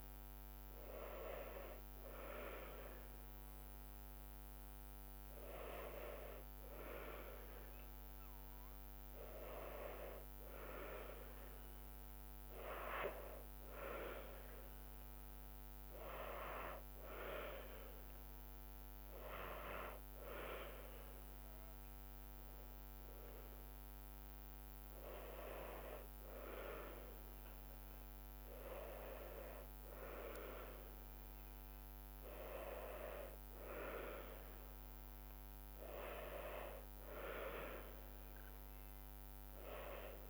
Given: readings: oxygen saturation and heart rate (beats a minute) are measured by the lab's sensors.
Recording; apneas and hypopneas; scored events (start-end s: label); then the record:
breathing in sleep by a microphone on the trachea; none
none scored
From the record:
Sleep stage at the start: N2 (light sleep); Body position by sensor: on the back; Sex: female